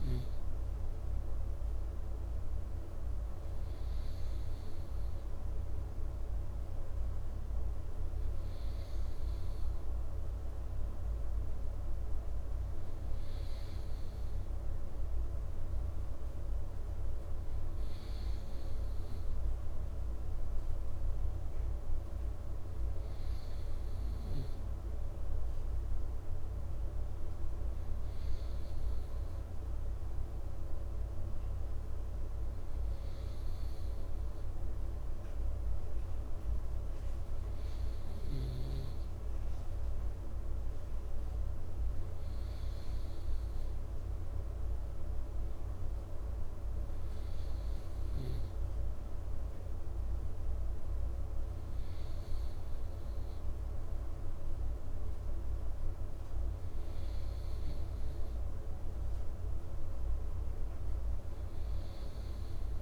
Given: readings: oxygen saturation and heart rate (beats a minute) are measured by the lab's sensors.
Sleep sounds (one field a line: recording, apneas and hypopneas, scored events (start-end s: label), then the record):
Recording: breathing in sleep, hard to hear, by a room microphone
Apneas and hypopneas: none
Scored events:
none scored
From the record:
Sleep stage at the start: N2 (light sleep)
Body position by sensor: on the right side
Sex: male